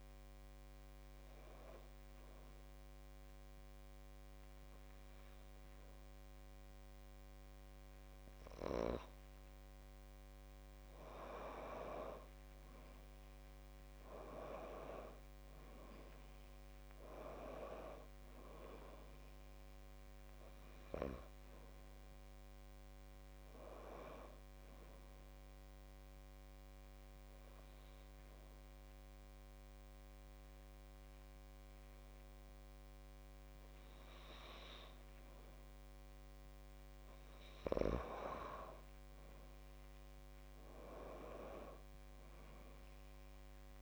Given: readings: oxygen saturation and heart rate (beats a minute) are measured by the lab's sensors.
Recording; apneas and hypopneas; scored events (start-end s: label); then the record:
breathing in sleep by a microphone on the trachea; none
0.00-4.50 s: oxygen desaturation (device-marked, oxygen 91% lowest, heart rate 54 extreme)
18.50-31.50 s: oxygen desaturation (device-marked, oxygen 98% before, 94% lowest, heart rate 59 before, 55 extreme)
40.50-43.82 s: arousal
From the record:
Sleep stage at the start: N2 (light sleep); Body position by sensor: on the back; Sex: female